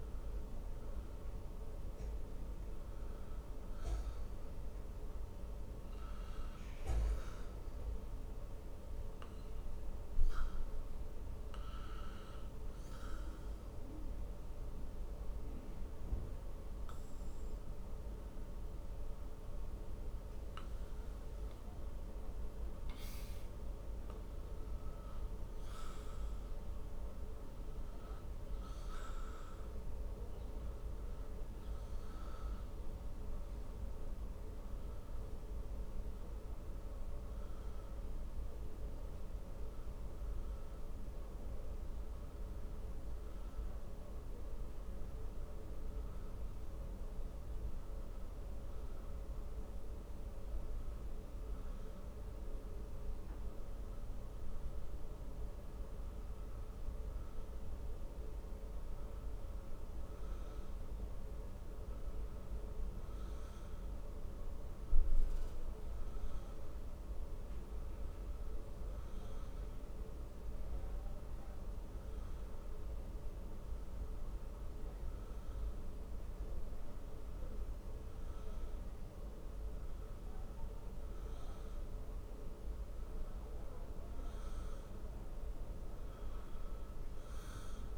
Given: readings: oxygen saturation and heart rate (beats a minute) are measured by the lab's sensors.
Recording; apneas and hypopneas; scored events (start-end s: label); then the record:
breathing in sleep, hard to hear, by a room microphone; 1
2.50-22.00 s: hypopnea (oxygen 99% before, 93% lowest, heart rate 62 before, 53 extreme, up 17 after)
23.00-27.50 s: arousal
From the record:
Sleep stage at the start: N1 (lightest sleep); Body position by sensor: on the back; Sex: male